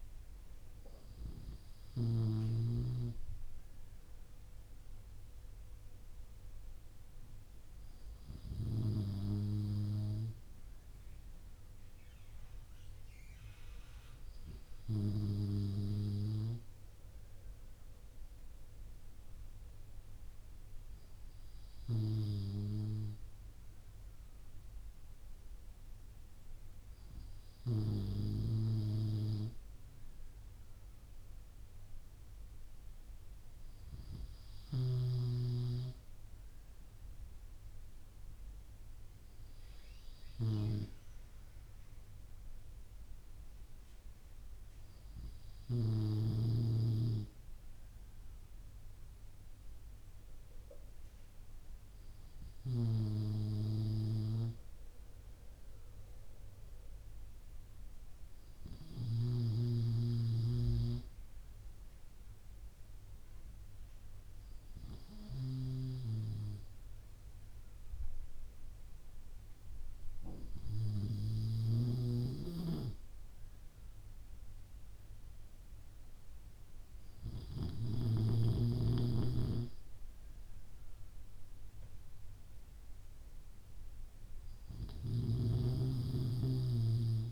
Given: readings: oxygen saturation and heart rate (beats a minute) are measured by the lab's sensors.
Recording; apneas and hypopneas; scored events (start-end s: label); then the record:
breathing in sleep by a room microphone; none
none scored
From the record:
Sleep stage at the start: N3 (deep sleep); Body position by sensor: on the back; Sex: male